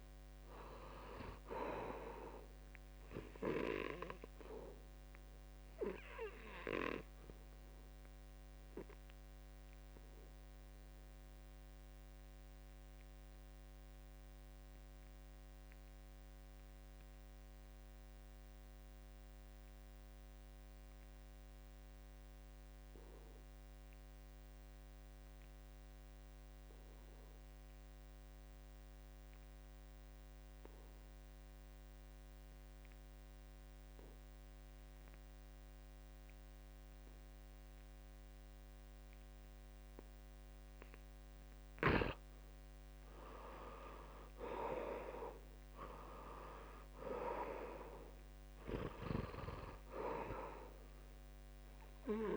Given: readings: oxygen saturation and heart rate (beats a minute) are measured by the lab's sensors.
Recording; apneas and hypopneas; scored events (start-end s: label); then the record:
breathing in sleep by a microphone on the trachea; 1
0.00-23.50 s: oxygen desaturation (device-marked, oxygen 74% lowest, heart rate 67 extreme)
5.00-42.00 s: obstructive apnea (oxygen 96% before, 71% lowest, heart rate 75 before, 68 extreme, up 17 after)
27.00-29.00 s: long interval between heartbeats (device-marked, heart rate 72 before, 71 extreme)
28.50-52.37 s: oxygen desaturation (device-marked, oxygen 97% before, 71% lowest, heart rate 72 before, 68 extreme)
31.00-33.00 s: long interval between heartbeats (device-marked, heart rate 72 before, 74 extreme)
33.50-35.50 s: long interval between heartbeats (device-marked, heart rate 72 before, 75 extreme)
35.50-37.50 s: long interval between heartbeats (device-marked, heart rate 72 before, 77 extreme)
44.00-47.50 s: arousal
46.50-48.50 s: long interval between heartbeats (device-marked, heart rate 76 before, 88 extreme)
From the record:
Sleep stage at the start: N2 (light sleep); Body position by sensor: on the back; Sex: male